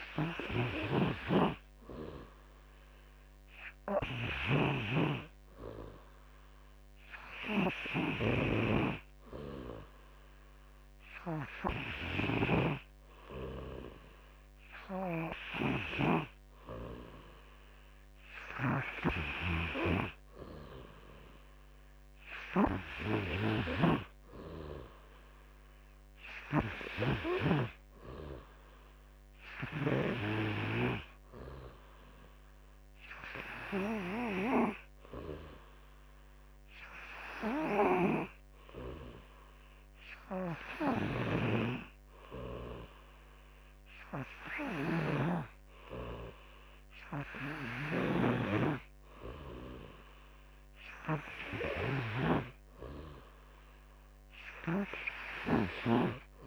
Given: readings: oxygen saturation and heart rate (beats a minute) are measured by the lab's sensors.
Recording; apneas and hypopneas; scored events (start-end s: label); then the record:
breathing in sleep by a microphone on the trachea; none
0.00-12.00 s: snoring (device-marked)
19.00-23.50 s: snoring (device-marked)
40.50-48.00 s: snoring (device-marked)
From the record:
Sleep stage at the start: N3 (deep sleep); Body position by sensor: on the back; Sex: male